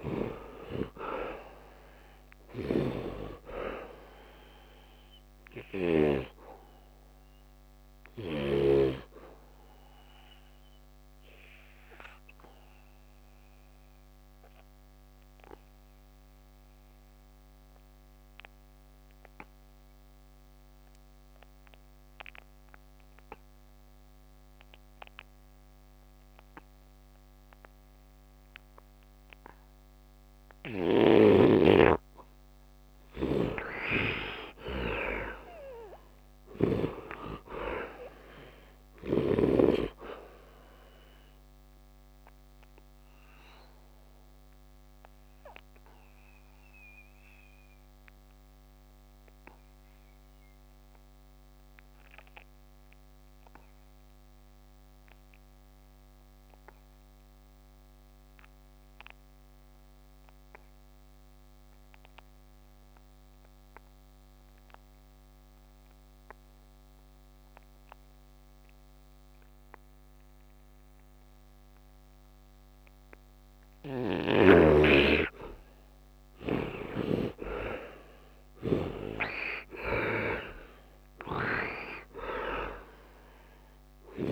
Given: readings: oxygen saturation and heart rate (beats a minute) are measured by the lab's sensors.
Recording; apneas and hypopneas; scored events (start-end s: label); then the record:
breathing in sleep by a microphone on the trachea; 2
0.00-1.00 s: arousal
0.00-6.00 s: snoring (device-marked)
0.00-22.50 s: oxygen desaturation (device-marked, oxygen 63% lowest, heart rate 73 extreme)
6.00-32.50 s: obstructive apnea (oxygen 97% before, 61% lowest, heart rate 77 before, 65 extreme, up 9 after)
24.50-59.50 s: oxygen desaturation (device-marked, oxygen 99% before, 65% lowest, heart rate 75 before, 65 extreme)
33.00-39.50 s: snoring (device-marked)
33.50-38.50 s: arousal
48.50-74.50 s: obstructive apnea (oxygen 99% before, 61% lowest, heart rate 78 before, 69 extreme, up 8 after)
61.50-84.32 s: oxygen desaturation (device-marked, oxygen 98% before, 61% lowest, heart rate 71 before, 71 extreme)
76.50-84.32 s: snoring (device-marked)
From the record:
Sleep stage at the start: N2 (light sleep); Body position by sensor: on the back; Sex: male